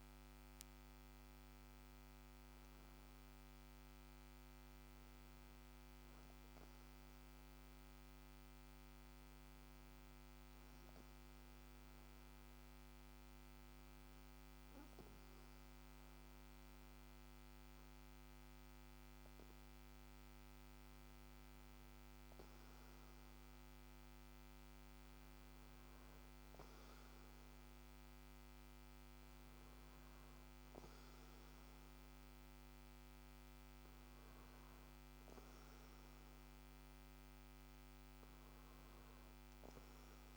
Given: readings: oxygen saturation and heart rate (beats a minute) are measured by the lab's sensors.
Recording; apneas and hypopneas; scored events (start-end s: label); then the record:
breathing in sleep, hard to hear, by a microphone on the trachea; none
none scored
From the record:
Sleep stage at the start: N2 (light sleep); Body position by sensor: on the back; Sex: male